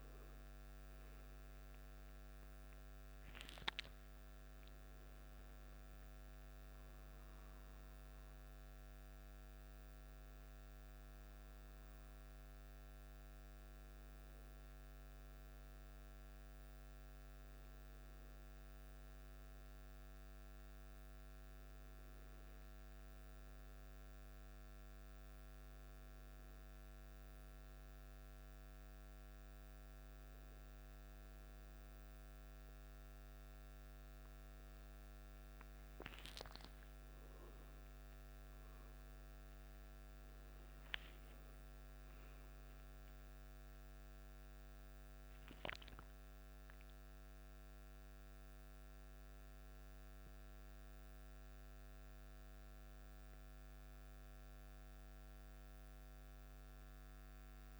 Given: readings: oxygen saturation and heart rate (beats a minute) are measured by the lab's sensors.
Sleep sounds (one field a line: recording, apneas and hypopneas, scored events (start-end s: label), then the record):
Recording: breathing in sleep, hard to hear, by a microphone on the trachea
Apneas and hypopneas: none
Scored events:
0.00-4.00 s: arousal
2.00-28.00 s: oxygen desaturation (device-marked, oxygen 97% before, 94% lowest, heart rate 56 before, 51 extreme)
41.50-45.50 s: arousal
From the record:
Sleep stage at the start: N2 (light sleep)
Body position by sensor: on the back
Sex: male